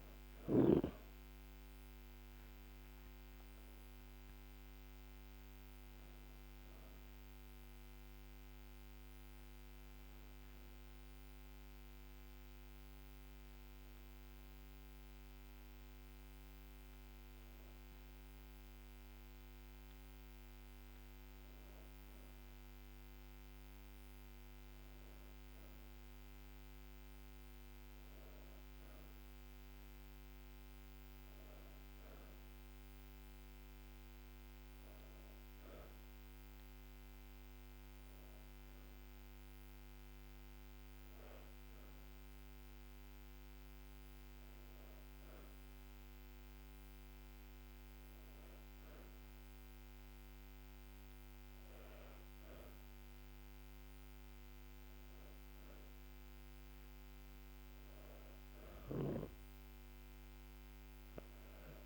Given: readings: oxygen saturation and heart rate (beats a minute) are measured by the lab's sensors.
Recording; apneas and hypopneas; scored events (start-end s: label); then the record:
breathing in sleep, hard to hear, by a microphone on the trachea; none
0.00-13.50 s: oxygen desaturation (device-marked, oxygen 92% lowest, heart rate 72 extreme)
From the record:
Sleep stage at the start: N2 (light sleep); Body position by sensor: on the back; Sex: female